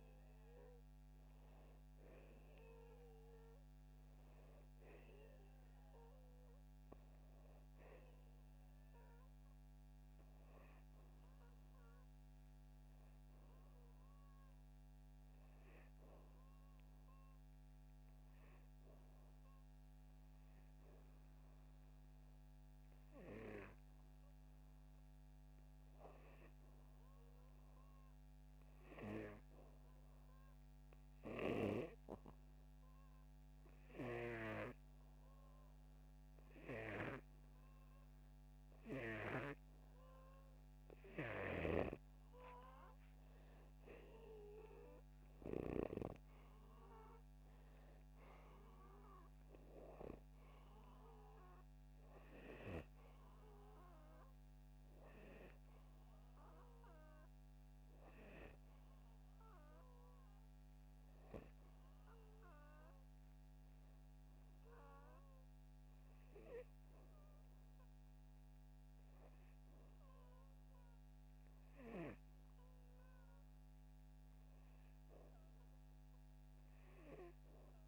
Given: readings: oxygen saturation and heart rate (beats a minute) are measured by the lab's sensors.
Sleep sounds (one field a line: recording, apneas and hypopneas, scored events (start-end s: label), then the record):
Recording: breathing in sleep by a microphone on the trachea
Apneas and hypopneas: 1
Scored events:
0.00-26.50 s: oxygen desaturation (device-marked, oxygen 91% lowest, heart rate 73 extreme)
1.50-12.00 s: hypopnea (oxygen 95% before, 91% lowest, heart rate 78 before, 73 extreme, up 3 after)
14.50-18.00 s: arousal
43.50-47.50 s: arousal
44.50-70.50 s: oxygen desaturation (device-marked, oxygen 98% before, 93% lowest, heart rate 76 before, 74 extreme)
From the record:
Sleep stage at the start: REM sleep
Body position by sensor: upright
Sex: male